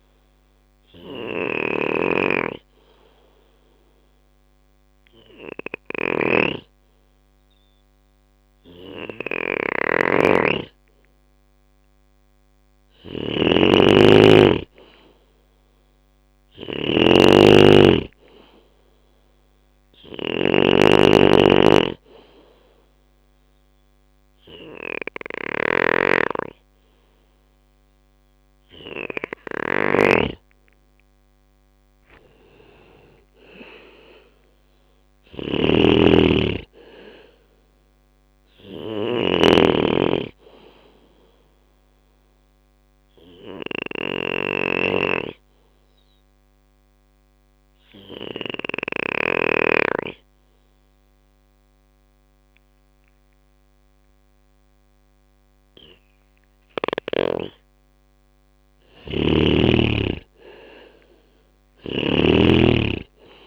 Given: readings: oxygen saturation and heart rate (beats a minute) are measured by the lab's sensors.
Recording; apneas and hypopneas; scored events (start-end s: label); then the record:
breathing in sleep by a microphone on the trachea; 3
0.00-7.50 s: drop in pulse transit time (device-marked, heart rate 64 extreme)
0.00-48.50 s: snoring (device-marked)
0.50-11.50 s: obstructive apnea (oxygen 97% before, 91% lowest, heart rate 69 before, 64 extreme, up 6 after)
14.00-18.00 s: arousal
21.50-31.50 s: obstructive apnea (oxygen 97% before, 89% lowest, heart rate 66 before, 65 extreme, up 13 after)
23.50-34.50 s: oxygen desaturation (device-marked, oxygen 97% before, 93% lowest, heart rate 67 before, 65 extreme)
31.00-33.00 s: long interval between heartbeats (device-marked, heart rate 68 before, 75 extreme)
32.50-36.50 s: arousal
32.50-43.50 s: drop in pulse transit time (device-marked, heart rate 69 before, 65 extreme)
40.00-55.00 s: obstructive apnea (oxygen 97% before, 89% lowest, heart rate 72 before, 65 extreme, up 2 after)
41.50-55.50 s: oxygen desaturation (device-marked, oxygen 95% before, 91% lowest, heart rate 71 before, 66 extreme)
57.50-63.47 s: drop in pulse transit time (device-marked, heart rate 66 before, 67 extreme)
58.00-61.50 s: arousal
61.00-63.47 s: snoring (device-marked)
61.50-63.47 s: oxygen desaturation (device-marked, oxygen 97% before, 89% lowest, heart rate 67 before, 67 extreme)
From the record:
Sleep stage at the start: N2 (light sleep); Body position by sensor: on the back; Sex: male